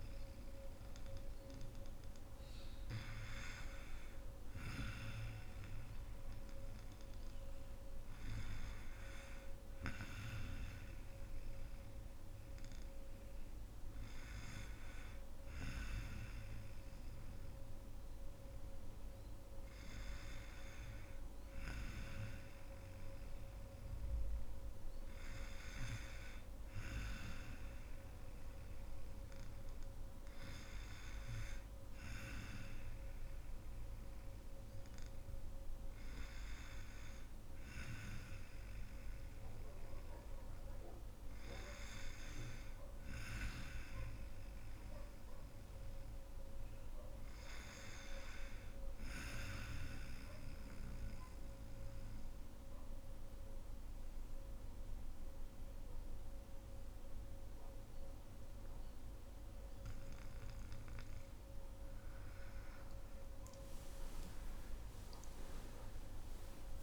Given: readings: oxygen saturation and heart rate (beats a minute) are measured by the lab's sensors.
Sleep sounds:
breathing in sleep by a room microphone; 1
0.00-2.50 s: oxygen desaturation (device-marked, oxygen 92% lowest, heart rate 61 extreme)
49.00-60.50 s: obstructive apnea (oxygen 95% before, 90% lowest, heart rate 63 before, 55 extreme, up 16 after)
62.50-66.00 s: arousal
From the record:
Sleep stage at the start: N2 (light sleep); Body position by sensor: on the back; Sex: female

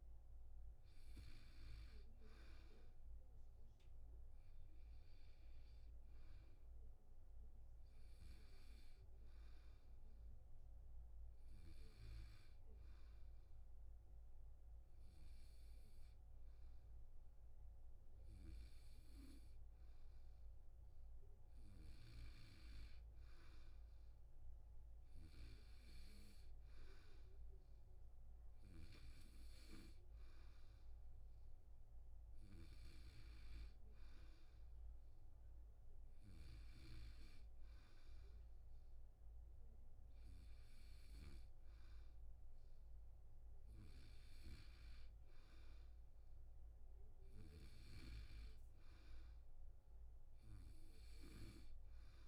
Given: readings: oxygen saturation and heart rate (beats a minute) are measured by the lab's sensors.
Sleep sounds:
breathing in sleep by a room microphone; none
2.00-10.00 s: oxygen desaturation (device-marked, oxygen 95% before, 92% lowest, heart rate 79 before, 74 extreme)
32.00-43.00 s: oxygen desaturation (device-marked, oxygen 97% before, 93% lowest, heart rate 79 before, 78 extreme)
From the record:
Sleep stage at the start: N2 (light sleep); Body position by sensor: on the back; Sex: male

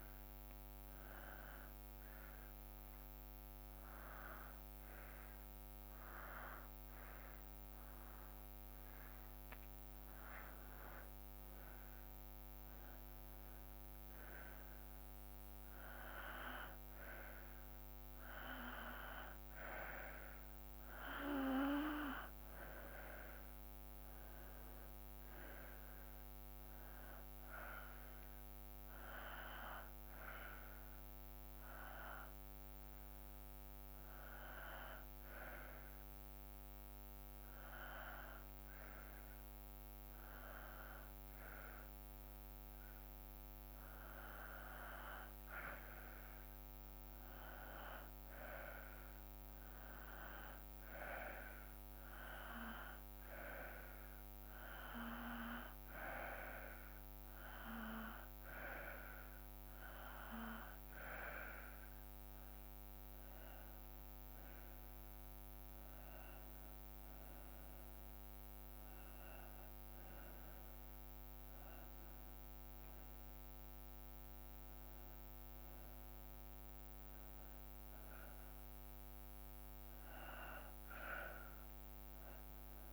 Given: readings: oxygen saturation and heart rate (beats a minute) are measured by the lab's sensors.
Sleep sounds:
breathing in sleep by a microphone on the trachea; 2
1.00-11.50 s: hypopnea (oxygen 94% before, 91% lowest, heart rate 58 before, 57 extreme, up 3 after)
13.50-18.00 s: arousal
19.00-33.00 s: oxygen desaturation (device-marked, oxygen 94% before, 91% lowest, heart rate 58 before, 56 extreme)
34.00-45.00 s: hypopnea (oxygen 94% before, 92% lowest, heart rate 60 before, 56 extreme, up 3 after)
48.00-51.50 s: arousal
From the record:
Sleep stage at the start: N2 (light sleep); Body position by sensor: on the back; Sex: male

